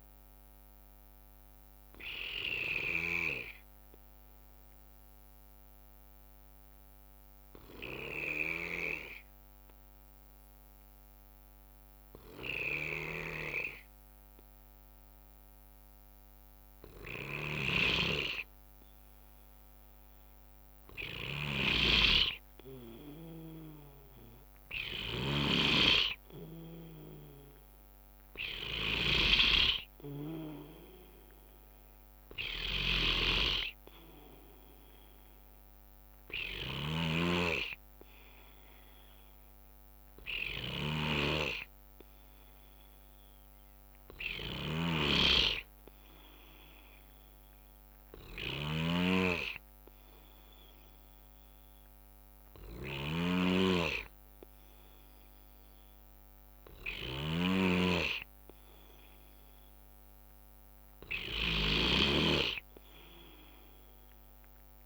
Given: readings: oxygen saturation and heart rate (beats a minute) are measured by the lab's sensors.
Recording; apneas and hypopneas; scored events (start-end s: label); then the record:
breathing in sleep by a microphone on the trachea; 2
0.00-1.00 s: oxygen desaturation (device-marked, oxygen 92% lowest, heart rate 58 extreme)
3.00-20.00 s: obstructive apnea (oxygen 98% before, 94% lowest, heart rate 62 before, 59 extreme, up 5 after)
6.00-9.00 s: bradycardia (device-marked, heart rate 70 before, 59 extreme)
12.50-25.50 s: snoring (device-marked)
19.00-37.00 s: oxygen desaturation (device-marked, oxygen 98% before, 94% lowest, heart rate 60 before, 60 extreme)
23.00-28.50 s: arousal
33.00-62.00 s: snoring (device-marked)
48.00-60.50 s: obstructive apnea (oxygen 96% before, 93% lowest, heart rate 62 before, 60 extreme, up 6 after)
From the record:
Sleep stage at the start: N2 (light sleep); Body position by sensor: on the right side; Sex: male